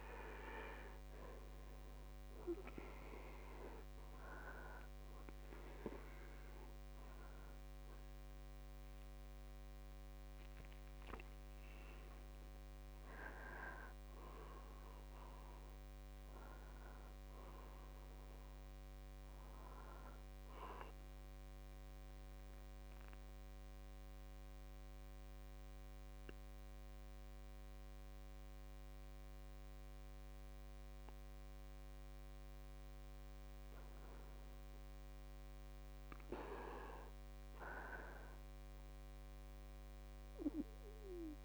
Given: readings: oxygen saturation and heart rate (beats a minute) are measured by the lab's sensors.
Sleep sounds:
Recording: breathing in sleep by a microphone on the trachea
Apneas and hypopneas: 1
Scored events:
0.00-29.00 s: oxygen desaturation (device-marked, oxygen 80% lowest, heart rate 51 extreme)
21.00-33.50 s: obstructive apnea (oxygen 98% before, 80% lowest, heart rate 65 before, 51 extreme, up 7 after)
35.50-39.00 s: arousal
From the record:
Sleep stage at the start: N2 (light sleep)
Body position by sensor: on the back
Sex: male

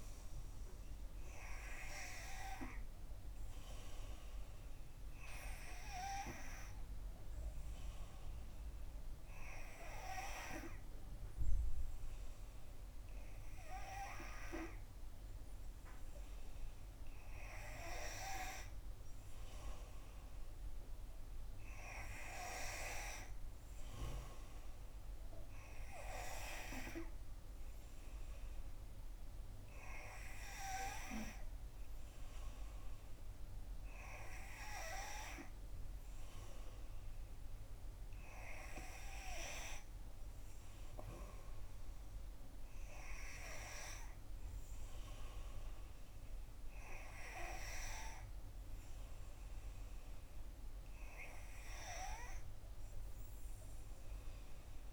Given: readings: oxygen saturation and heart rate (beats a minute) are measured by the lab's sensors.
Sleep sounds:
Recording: breathing in sleep by a room microphone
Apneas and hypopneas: none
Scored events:
none scored
From the record:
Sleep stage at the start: N3 (deep sleep)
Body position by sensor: on the back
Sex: female

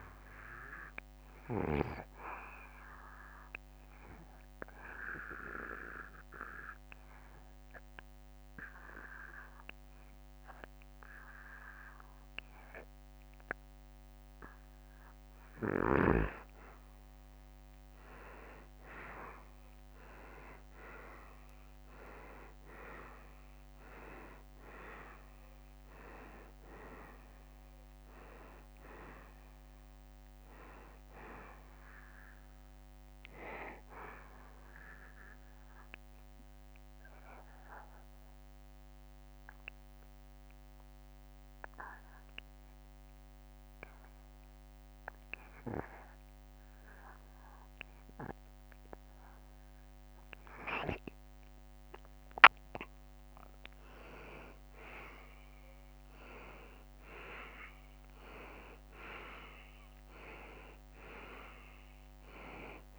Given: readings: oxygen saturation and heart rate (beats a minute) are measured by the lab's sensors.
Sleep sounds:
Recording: breathing in sleep by a microphone on the trachea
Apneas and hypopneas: 2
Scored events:
0.00-10.50 s: oxygen desaturation (device-marked, oxygen 91% lowest, heart rate 69 extreme)
3.00-15.00 s: obstructive apnea (oxygen 96% before, 88% lowest, heart rate 71 before, 69 extreme, up 2 after)
18.50-22.50 s: arousal
21.50-41.50 s: oxygen desaturation (device-marked, oxygen 94% before, 88% lowest, heart rate 71 before, 69 extreme)
35.50-51.50 s: mixed apnea (oxygen 94% before, 88% lowest, heart rate 72 before, 69 extreme, up 5 after)
54.00-58.00 s: arousal
54.50-62.99 s: oxygen desaturation (device-marked, oxygen 95% before, 88% lowest, heart rate 70 before, 68 extreme)
56.50-62.99 s: drop in pulse transit time (device-marked, heart rate 70 before, 71 extreme)
From the record:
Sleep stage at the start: N2 (light sleep)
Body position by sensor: on the back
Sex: male

